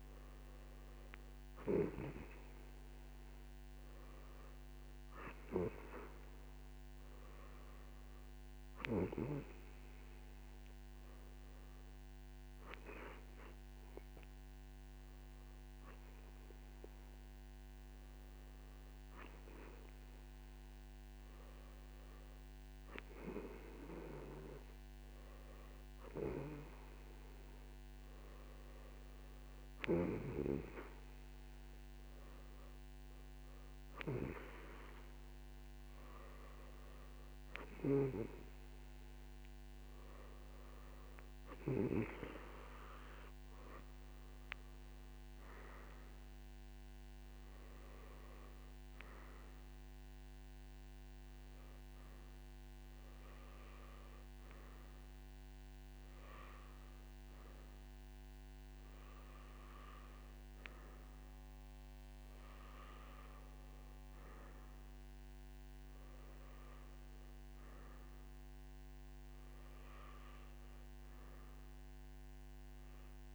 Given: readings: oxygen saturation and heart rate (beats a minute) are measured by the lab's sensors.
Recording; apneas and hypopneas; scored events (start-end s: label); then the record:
breathing in sleep by a microphone on the trachea; none
none scored
From the record:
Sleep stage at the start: N1 (lightest sleep); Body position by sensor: on the right side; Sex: male